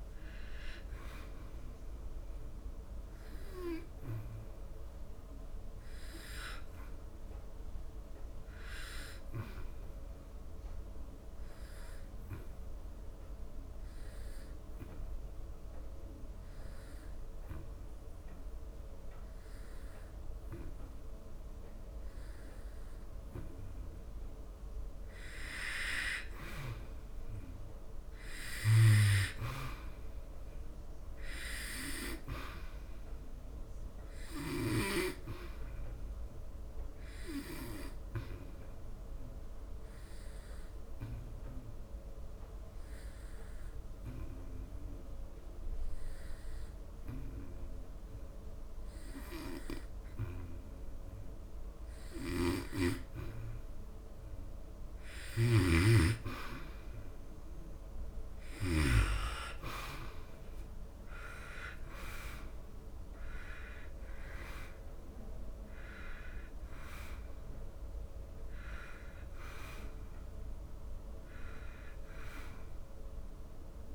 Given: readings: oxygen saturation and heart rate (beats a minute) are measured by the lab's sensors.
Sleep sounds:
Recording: breathing in sleep by a room microphone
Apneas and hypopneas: 2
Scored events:
0.00-11.50 s: oxygen desaturation (device-marked, oxygen 90% lowest, heart rate 72 extreme)
7.00-23.50 s: obstructive apnea (oxygen 97% before, 89% lowest, heart rate 82 before, 72 extreme, up 6 after)
25.50-28.50 s: arousal
28.50-49.50 s: oxygen desaturation (device-marked, oxygen 97% before, 91% lowest, heart rate 78 before, 72 extreme)
39.50-53.00 s: obstructive apnea (oxygen 98% before, 89% lowest, heart rate 76 before, 72 extreme, up 3 after)
54.50-57.50 s: arousal
58.50-73.95 s: oxygen desaturation (device-marked, oxygen 96% before, 89% lowest, heart rate 76 before, 67 extreme)
From the record:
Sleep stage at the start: N2 (light sleep)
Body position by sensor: on the back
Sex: male

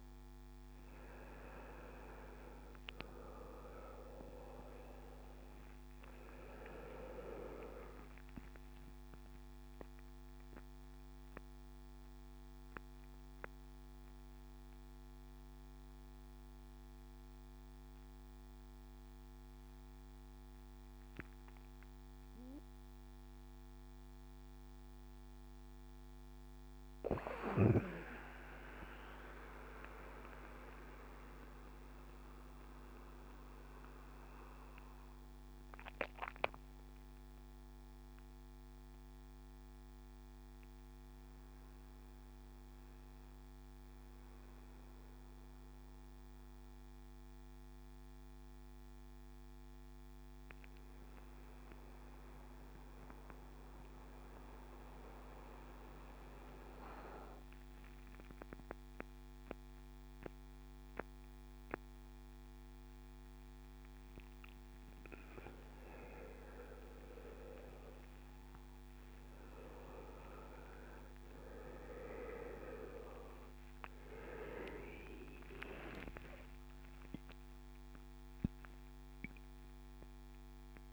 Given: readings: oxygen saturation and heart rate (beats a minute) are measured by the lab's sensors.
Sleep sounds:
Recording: breathing in sleep by a microphone on the trachea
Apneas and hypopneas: none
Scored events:
0.00-13.00 s: oxygen desaturation (device-marked, oxygen 96% lowest)
29.50-35.00 s: arousal
73.00-77.00 s: arousal
From the record:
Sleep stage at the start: N1 (lightest sleep)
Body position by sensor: on the back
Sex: male

